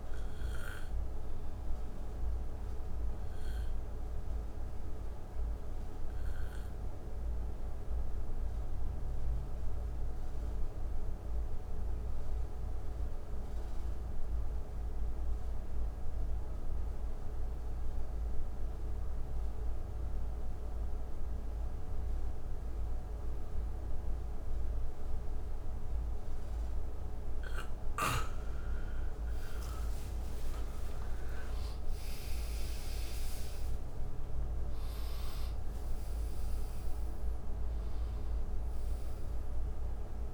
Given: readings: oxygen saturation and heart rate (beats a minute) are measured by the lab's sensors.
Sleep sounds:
breathing in sleep, hard to hear, by a room microphone; 1
0.00-16.00 s: oxygen desaturation (device-marked, oxygen 81% lowest, heart rate 64 extreme)
1.50-26.50 s: obstructive apnea (oxygen 98% before, 80% lowest, heart rate 77 before, 63 extreme, up 39 after)
21.00-40.34 s: oxygen desaturation (device-marked, oxygen 98% before, 80% lowest, heart rate 67 before, 63 extreme)
29.50-35.50 s: arousal
From the record:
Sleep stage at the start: N2 (light sleep); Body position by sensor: on the back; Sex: male

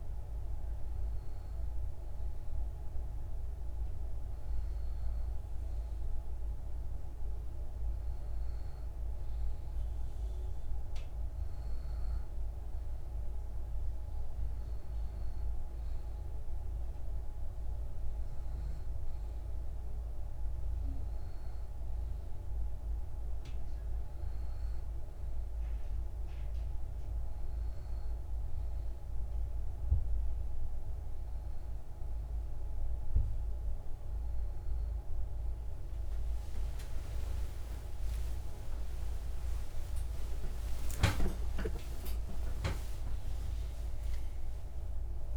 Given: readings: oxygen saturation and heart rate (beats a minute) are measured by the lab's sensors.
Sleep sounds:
breathing in sleep, hard to hear, by a room microphone; none
35.50-41.50 s: arousal
38.50-45.37 s: new sleep stage, N1 (lightest sleep)
From the record:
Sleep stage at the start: N2 (light sleep); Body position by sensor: on the back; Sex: male

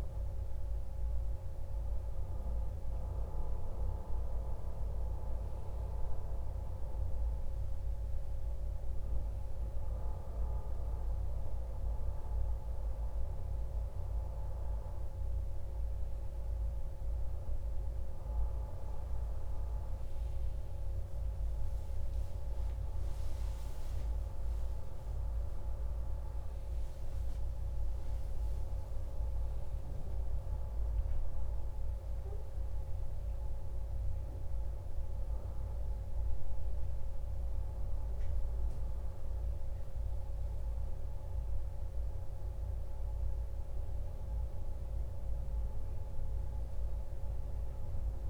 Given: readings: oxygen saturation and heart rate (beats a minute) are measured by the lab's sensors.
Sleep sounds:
a person awake in a sleep study, hard to hear, by a room microphone; none
none scored
From the record:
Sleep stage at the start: awake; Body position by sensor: on the back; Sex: male

